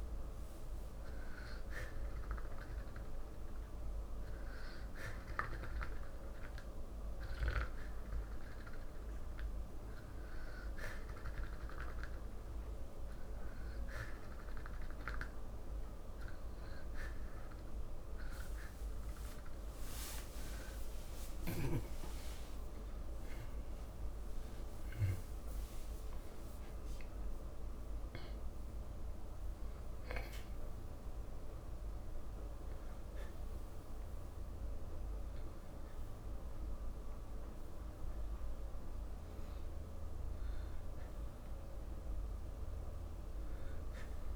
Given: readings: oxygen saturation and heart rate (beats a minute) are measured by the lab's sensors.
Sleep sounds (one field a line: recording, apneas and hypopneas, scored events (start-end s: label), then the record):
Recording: breathing in sleep, hard to hear, by a room microphone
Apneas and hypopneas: none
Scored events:
18.50-44.36 s: new sleep stage, N2 (light sleep)
21.00-26.50 s: arousal
From the record:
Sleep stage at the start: N3 (deep sleep)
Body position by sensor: on the back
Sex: male